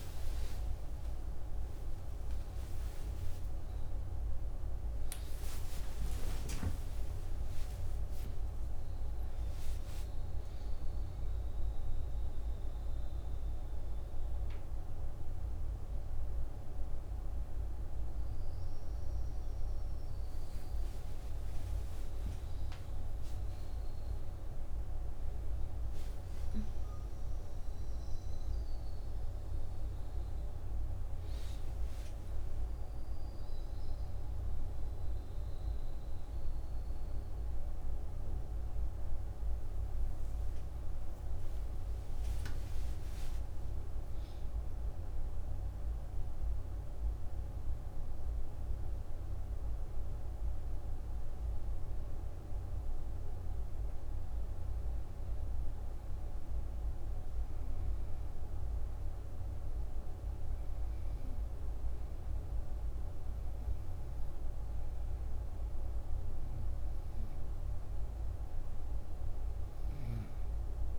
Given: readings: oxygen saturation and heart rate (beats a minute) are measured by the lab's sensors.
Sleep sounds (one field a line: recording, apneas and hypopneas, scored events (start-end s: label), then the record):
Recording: a person awake in a sleep study, hard to hear, by a room microphone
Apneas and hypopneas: none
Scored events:
0.00-10.50 s: oxygen desaturation (device-marked, oxygen 86% lowest)
48.50-70.99 s: new sleep stage, N1 (lightest sleep)
60.50-70.99 s: oxygen desaturation (device-marked, oxygen 96% before, 92% lowest, heart rate 80 before, 61 extreme)
From the record:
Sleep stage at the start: awake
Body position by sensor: on the right side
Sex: female